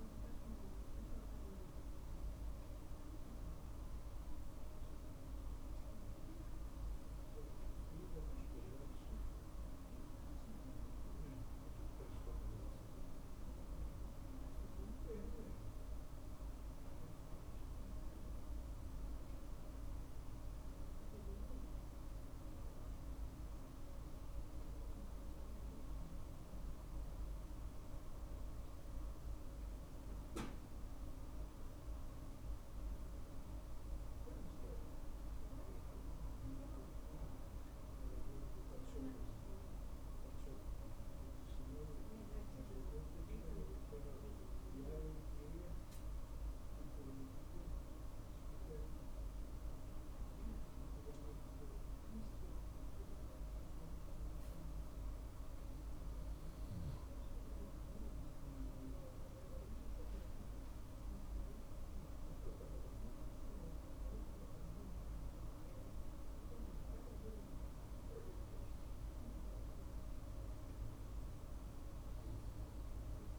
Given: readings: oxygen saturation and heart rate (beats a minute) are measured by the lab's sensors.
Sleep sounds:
breathing in sleep, hard to hear, by a room microphone; none
none scored
From the record:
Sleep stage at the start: N2 (light sleep); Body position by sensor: on the right side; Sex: male

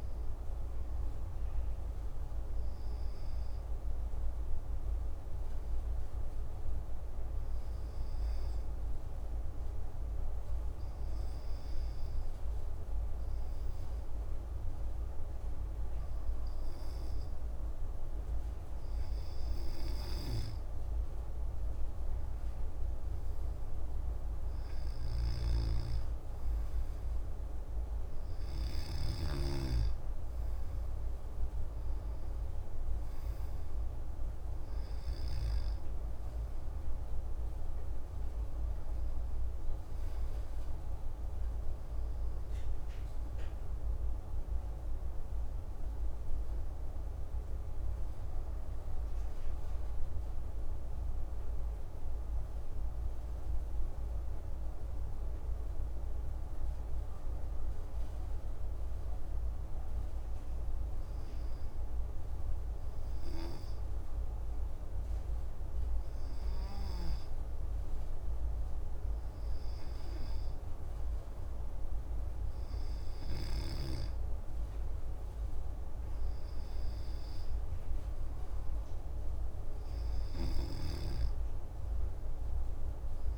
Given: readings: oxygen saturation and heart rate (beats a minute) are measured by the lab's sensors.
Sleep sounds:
breathing in sleep, hard to hear, by a room microphone; 2
4.50-19.00 s: obstructive apnea (oxygen 96% before, 93% lowest)
20.50-24.50 s: arousal
25.00-29.50 s: snoring (device-marked)
27.00-50.00 s: oxygen desaturation (device-marked, oxygen 96% before, 93% lowest)
52.00-54.00 s: arousal
55.50-67.00 s: obstructive apnea (oxygen 96% before, 94% lowest)
68.00-73.00 s: arousal
From the record:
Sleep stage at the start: N2 (light sleep); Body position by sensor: on the back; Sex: male

